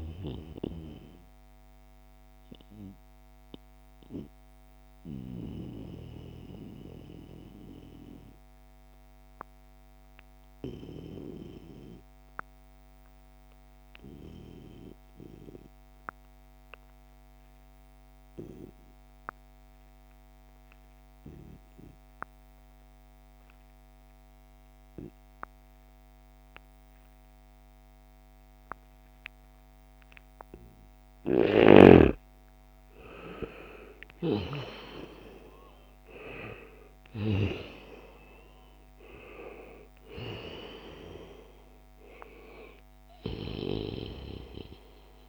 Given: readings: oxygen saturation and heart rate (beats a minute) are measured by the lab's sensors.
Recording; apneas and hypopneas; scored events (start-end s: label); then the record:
breathing in sleep by a microphone on the trachea; 1
0.00-8.50 s: oxygen desaturation (device-marked, oxygen 89% lowest, heart rate 58 extreme)
1.00-29.00 s: mixed apnea (oxygen 96% before, 89% lowest, heart rate 70 before, 58 extreme, up 9 after)
23.50-29.50 s: bradycardia (device-marked, heart rate 81 before, 58 extreme)
23.50-39.50 s: oxygen desaturation (device-marked, oxygen 96% before, 92% lowest, heart rate 66 before, 58 extreme)
31.00-36.00 s: arousal
From the record:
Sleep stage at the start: N2 (light sleep); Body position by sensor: on the back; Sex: male